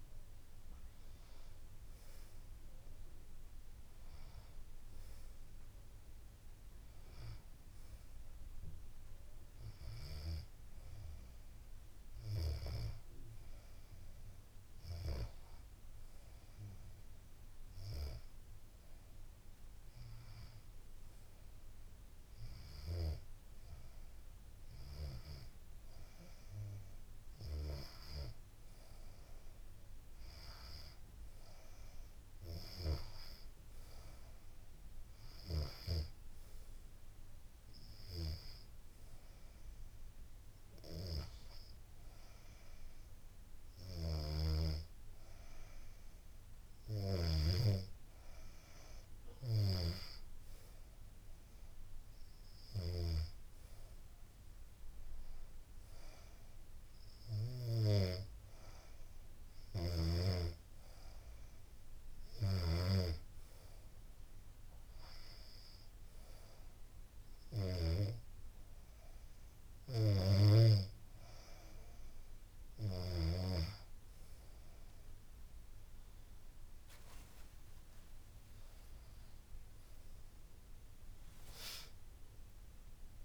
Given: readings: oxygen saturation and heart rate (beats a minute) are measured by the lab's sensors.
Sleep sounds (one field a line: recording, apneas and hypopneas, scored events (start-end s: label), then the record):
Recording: breathing in sleep by a room microphone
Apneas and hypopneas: 1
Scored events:
0.00-9.00 s: oxygen desaturation (device-marked, oxygen 92% before, 88% lowest, heart rate 81 before, 75 extreme)
60.00-71.50 s: hypopnea (oxygen 96% before, 93% lowest, heart rate 79 before, 75 extreme, up 4 after)
73.50-79.00 s: arousal
From the record:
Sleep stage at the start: N2 (light sleep)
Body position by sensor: on the back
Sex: female